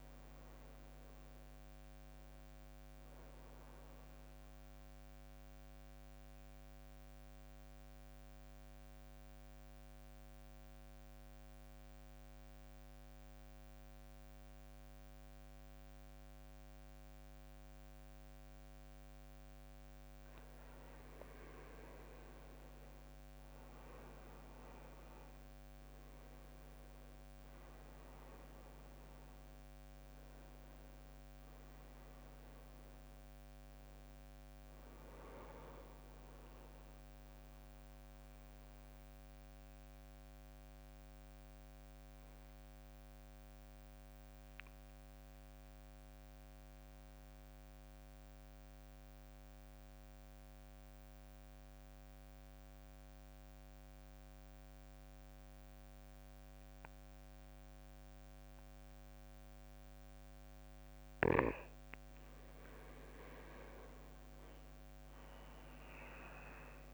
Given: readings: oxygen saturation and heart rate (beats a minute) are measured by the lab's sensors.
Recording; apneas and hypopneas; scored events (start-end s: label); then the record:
breathing in sleep, hard to hear, by a microphone on the trachea; 2
0.00-1.50 s: arousal
5.00-19.50 s: central apnea (oxygen 98% before, 90% lowest, heart rate 63 before, 51 extreme, up 14 after)
22.00-26.50 s: arousal
23.00-43.00 s: oxygen desaturation (device-marked, oxygen 98% before, 93% lowest, heart rate 58 before, 51 extreme)
37.00-60.00 s: mixed apnea (oxygen 98% before, 90% lowest, heart rate 62 before, 52 extreme, up 11 after)
62.00-66.94 s: oxygen desaturation (device-marked, oxygen 98% before, 90% lowest, heart rate 58 before, 52 extreme)
62.50-66.94 s: arousal
From the record:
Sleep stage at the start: N2 (light sleep); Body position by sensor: on the back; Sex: male